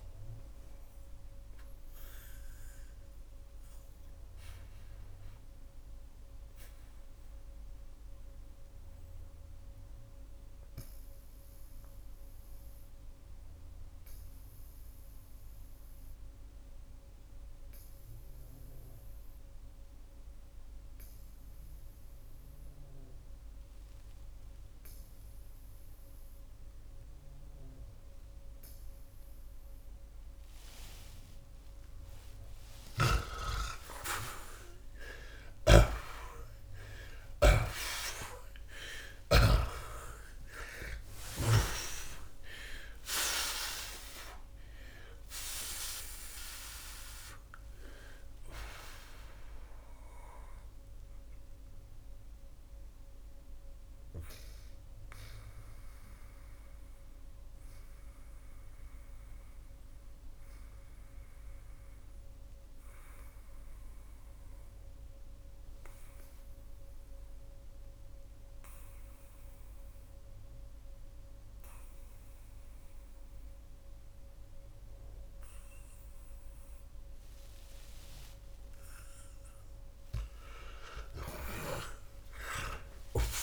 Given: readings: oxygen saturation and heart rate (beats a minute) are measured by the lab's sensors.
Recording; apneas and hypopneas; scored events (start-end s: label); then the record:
breathing in sleep by a room microphone; 2
0.00-30.00 s: oxygen desaturation (device-marked, oxygen 79% lowest)
2.50-32.00 s: mixed apnea (oxygen 93% before, 76% lowest)
35.00-39.00 s: snoring (device-marked)
36.00-41.00 s: arousal
41.00-77.00 s: oxygen desaturation (device-marked, oxygen 93% before, 76% lowest)
50.00-78.00 s: mixed apnea (oxygen 93% before, 76% lowest)
81.00-83.43 s: snoring (device-marked)
From the record:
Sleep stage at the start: N2 (light sleep); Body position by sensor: on the back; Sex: male